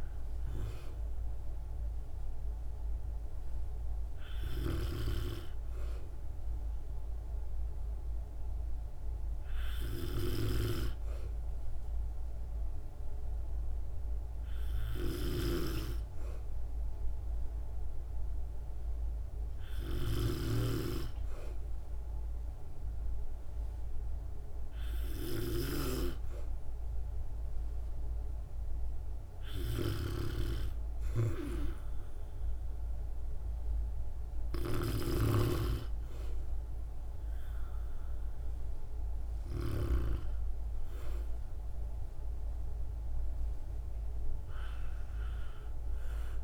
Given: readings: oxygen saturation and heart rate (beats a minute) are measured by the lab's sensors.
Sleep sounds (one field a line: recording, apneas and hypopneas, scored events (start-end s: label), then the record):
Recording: breathing in sleep by a room microphone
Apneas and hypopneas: none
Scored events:
4.50-40.00 s: snoring (device-marked)
From the record:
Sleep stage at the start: N2 (light sleep)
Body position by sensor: on the back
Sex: female